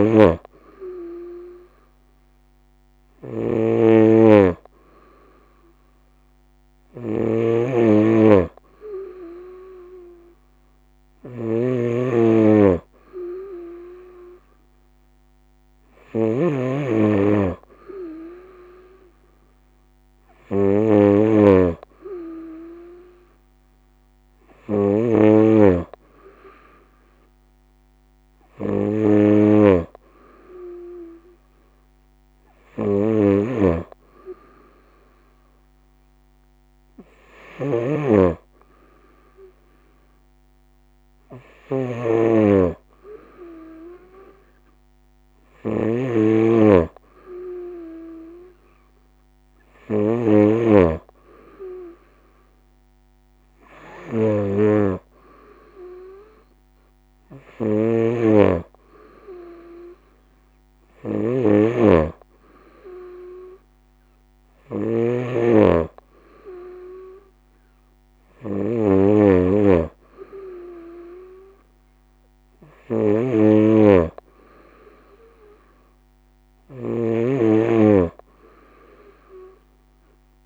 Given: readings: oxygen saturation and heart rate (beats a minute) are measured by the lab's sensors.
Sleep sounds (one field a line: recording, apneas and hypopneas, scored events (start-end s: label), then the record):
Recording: breathing in sleep by a microphone on the trachea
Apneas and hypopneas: none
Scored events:
0.00-80.46 s: snoring (device-marked)
From the record:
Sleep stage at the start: N2 (light sleep)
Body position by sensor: on the right side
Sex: female